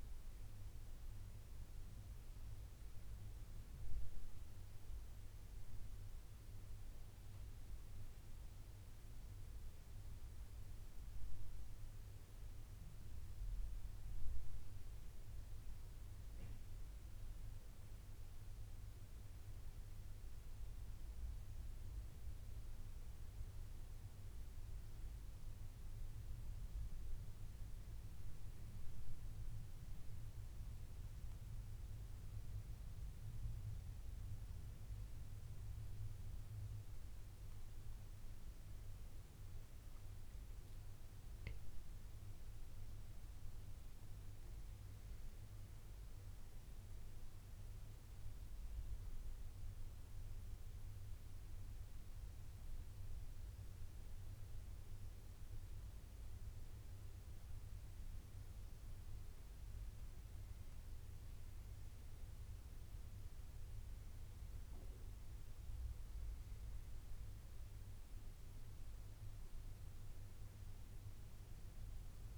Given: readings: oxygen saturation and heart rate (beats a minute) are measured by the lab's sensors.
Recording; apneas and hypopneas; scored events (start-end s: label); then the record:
breathing in sleep, hard to hear, by a room microphone; 1
40.00-42.50 s: arousal
49.00-62.50 s: hypopnea (oxygen 94% before, 91% lowest, heart rate 76 before, 70 extreme, up 7 after)
65.50-68.00 s: arousal
From the record:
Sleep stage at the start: N2 (light sleep); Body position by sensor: on the back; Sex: male